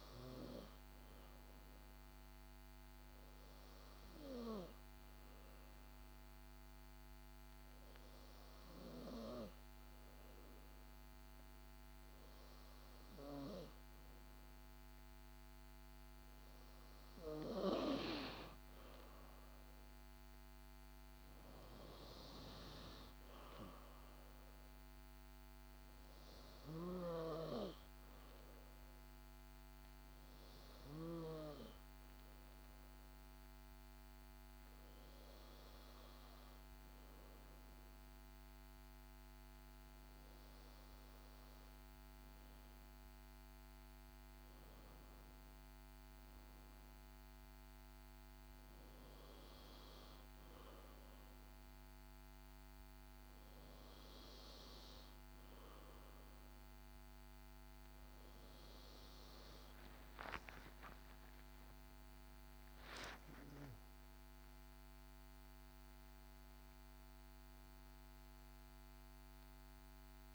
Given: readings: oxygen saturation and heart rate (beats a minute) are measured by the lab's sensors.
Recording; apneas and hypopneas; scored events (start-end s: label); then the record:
breathing in sleep by a microphone on the trachea; 2
2.50-16.50 s: obstructive apnea (oxygen 97% before, 91% lowest, heart rate 60 before, 58 extreme, up 5 after)
19.50-23.00 s: arousal
30.00-43.50 s: obstructive apnea (oxygen 94% before, 91% lowest, heart rate 60 before, 55 extreme, up 1 after)
34.00-36.00 s: long interval between heartbeats (device-marked, heart rate 61 before, 65 extreme)
44.50-46.50 s: arousal
62.50-67.50 s: arousal
From the record:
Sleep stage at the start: N2 (light sleep); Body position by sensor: on the back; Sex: female